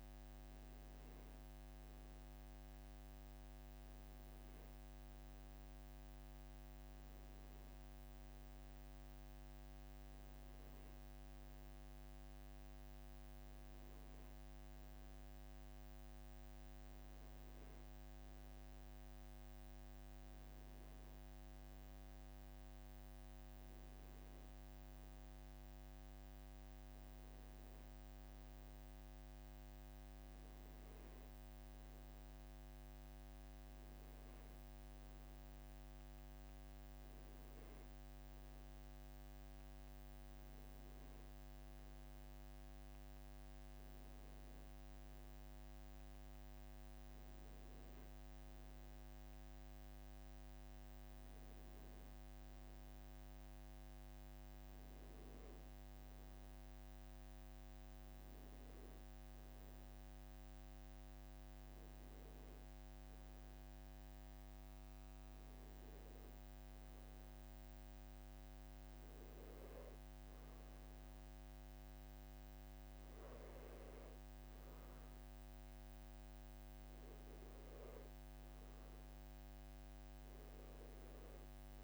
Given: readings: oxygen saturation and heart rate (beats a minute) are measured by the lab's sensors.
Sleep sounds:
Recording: breathing in sleep, hard to hear, by a microphone on the trachea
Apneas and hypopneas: none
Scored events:
none scored
From the record:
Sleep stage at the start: N1 (lightest sleep)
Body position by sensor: on the back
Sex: male

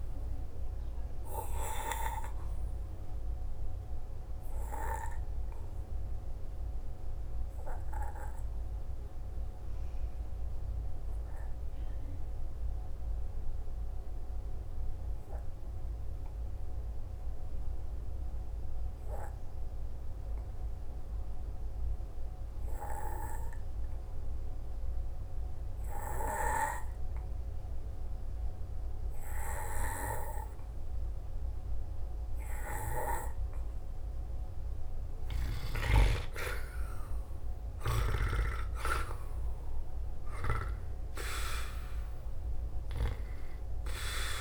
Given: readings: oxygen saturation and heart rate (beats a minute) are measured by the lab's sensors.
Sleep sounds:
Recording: breathing in sleep by a room microphone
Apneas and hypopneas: 1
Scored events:
0.00-25.00 s: oxygen desaturation (device-marked, oxygen 86% lowest, heart rate 53 extreme)
2.50-35.00 s: obstructive apnea (oxygen 98% before, 85% lowest, heart rate 58 before, 53 extreme, up 7 after)
36.00-44.41 s: oxygen desaturation (device-marked, oxygen 97% before, 85% lowest, heart rate 56 before, 53 extreme)
36.50-41.00 s: arousal
From the record:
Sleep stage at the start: N2 (light sleep)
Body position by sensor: on the back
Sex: male

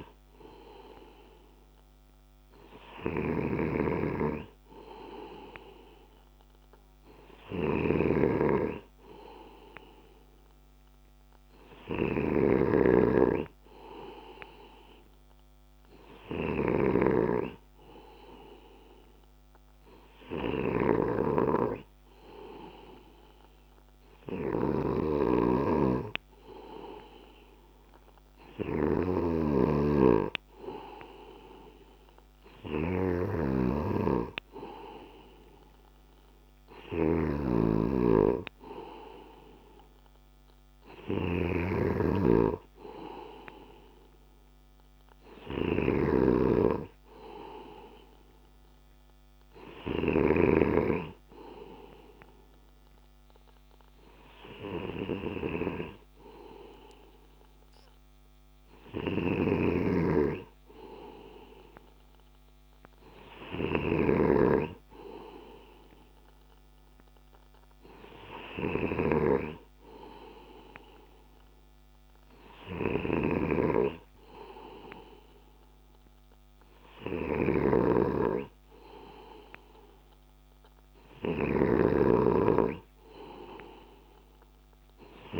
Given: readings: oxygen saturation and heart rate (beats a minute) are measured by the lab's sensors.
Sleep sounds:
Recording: breathing in sleep by a microphone on the trachea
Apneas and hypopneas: none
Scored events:
2.50-12.00 s: snoring (device-marked)
20.50-50.00 s: snoring (device-marked)
59.00-63.50 s: snoring (device-marked)
77.00-85.40 s: snoring (device-marked)
From the record:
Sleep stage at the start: N2 (light sleep)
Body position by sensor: on the left side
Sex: male

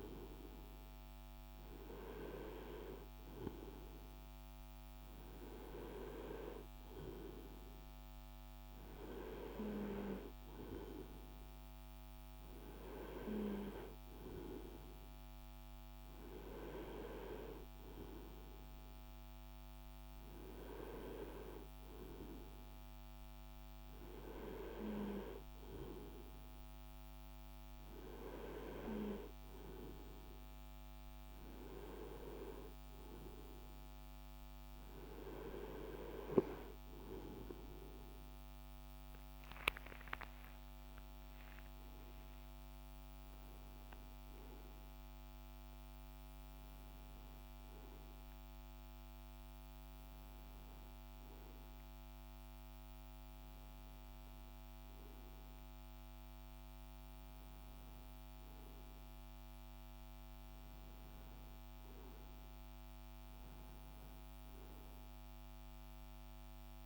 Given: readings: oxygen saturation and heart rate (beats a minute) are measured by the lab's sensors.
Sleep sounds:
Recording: breathing in sleep by a microphone on the trachea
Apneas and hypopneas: none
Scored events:
39.00-43.50 s: arousal
From the record:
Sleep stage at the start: N2 (light sleep)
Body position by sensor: on the right side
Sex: male

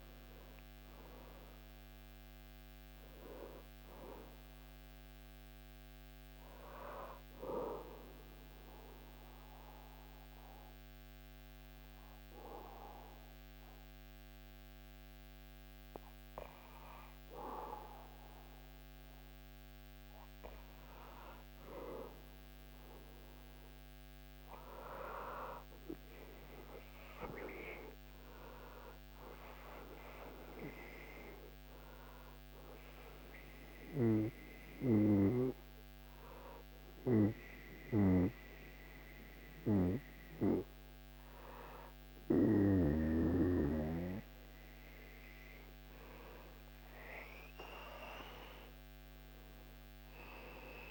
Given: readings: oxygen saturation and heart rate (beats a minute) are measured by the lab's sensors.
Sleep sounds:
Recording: breathing in sleep by a microphone on the trachea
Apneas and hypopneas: 1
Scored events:
7.50-19.00 s: obstructive apnea (oxygen 98% before, 96% lowest, heart rate 81 before, 74 extreme, up 3 after)
22.00-26.50 s: arousal
46.50-50.91 s: arousal
From the record:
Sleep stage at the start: N2 (light sleep)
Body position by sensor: on the back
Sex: male

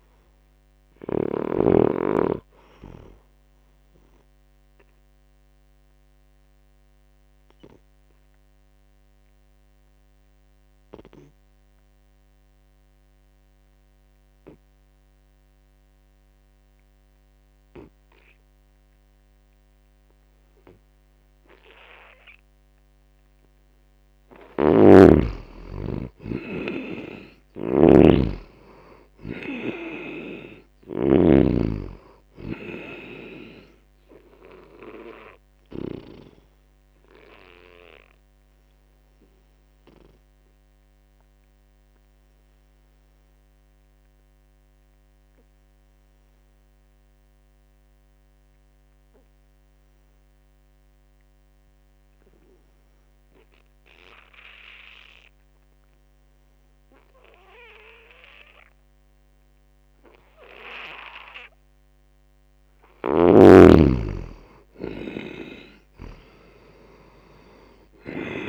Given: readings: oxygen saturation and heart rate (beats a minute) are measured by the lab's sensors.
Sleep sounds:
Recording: breathing in sleep by a microphone on the trachea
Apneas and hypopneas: 2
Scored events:
0.00-1.00 s: arousal
0.00-1.50 s: snoring (device-marked)
3.00-23.00 s: obstructive apnea (oxygen 98% before, 78% lowest)
6.00-8.00 s: long interval between heartbeats (device-marked, heart rate 57 before, 59 extreme)
16.00-18.00 s: long interval between heartbeats (device-marked, heart rate 57 before, 40 extreme)
17.50-46.50 s: oxygen desaturation (device-marked, oxygen 95% before, 78% lowest)
24.50-26.50 s: long interval between heartbeats (device-marked, heart rate 47 before, 58 extreme)
24.50-31.00 s: snoring (device-marked)
25.00-29.50 s: arousal
34.00-62.50 s: obstructive apnea (oxygen 96% before, 76% lowest)
49.50-51.50 s: long interval between heartbeats (device-marked)
52.00-54.00 s: long interval between heartbeats (device-marked)
53.50-68.49 s: oxygen desaturation (device-marked, oxygen 97% before, 76% lowest)
55.50-57.50 s: long interval between heartbeats (device-marked)
58.50-60.50 s: long interval between heartbeats (device-marked, heart rate 30 before, 40 extreme)
62.50-64.50 s: long interval between heartbeats (device-marked, heart rate 35 before, 26 extreme)
64.00-67.50 s: arousal
From the record:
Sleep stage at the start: N2 (light sleep)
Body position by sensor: on the back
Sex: male

